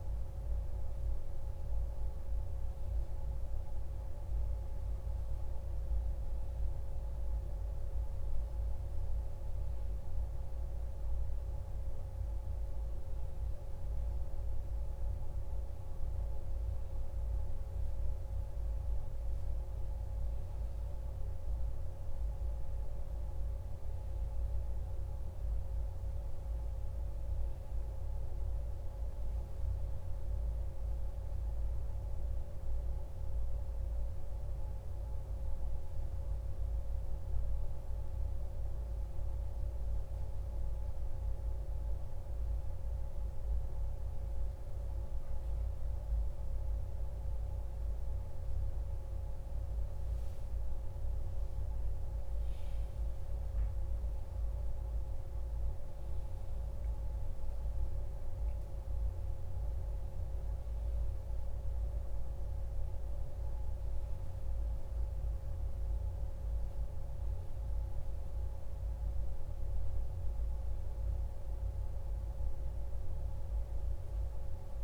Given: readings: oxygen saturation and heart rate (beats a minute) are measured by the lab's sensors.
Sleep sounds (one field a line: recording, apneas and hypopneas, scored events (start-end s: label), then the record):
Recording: a person awake in a sleep study, hard to hear, by a room microphone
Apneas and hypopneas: none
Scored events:
29.00-74.84 s: new sleep stage, awake
From the record:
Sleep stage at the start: N1 (lightest sleep)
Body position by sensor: on the back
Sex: male